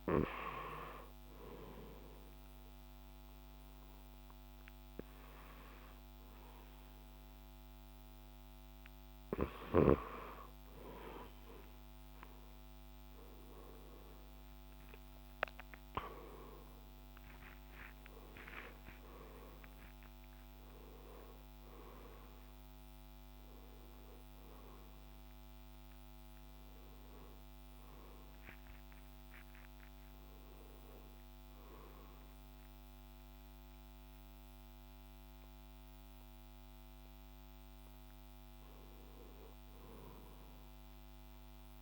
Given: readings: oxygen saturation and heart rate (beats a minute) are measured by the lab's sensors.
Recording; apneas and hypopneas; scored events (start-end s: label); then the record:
breathing in sleep by a microphone on the trachea; 1
0.00-1.50 s: drop in pulse transit time (device-marked)
1.00-13.00 s: hypopnea (oxygen 95% before, 88% lowest)
1.50-18.50 s: oxygen desaturation (device-marked, oxygen 95% before, 88% lowest)
15.00-20.50 s: arousal
From the record:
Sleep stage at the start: N2 (light sleep); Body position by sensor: on the left side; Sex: male